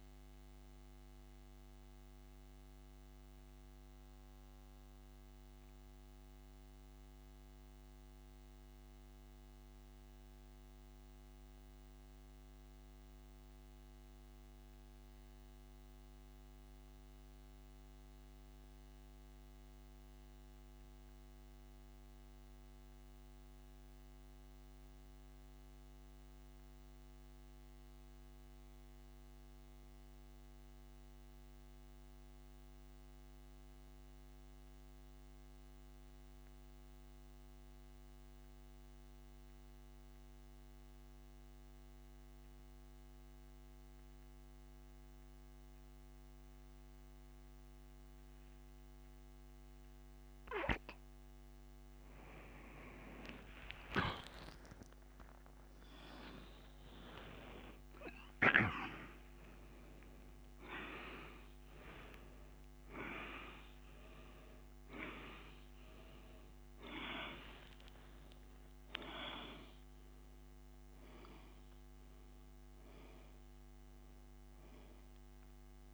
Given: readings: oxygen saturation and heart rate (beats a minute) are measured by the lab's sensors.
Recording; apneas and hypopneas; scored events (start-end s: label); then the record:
breathing in sleep by a microphone on the trachea; 1
1.00-51.50 s: mixed apnea (oxygen 97% before, 84% lowest)
18.50-39.50 s: oxygen desaturation (device-marked, oxygen 94% before, 85% lowest, heart rate 78 before, 48 extreme)
54.00-58.50 s: arousal
From the record:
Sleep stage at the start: N2 (light sleep); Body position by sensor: on the back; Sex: male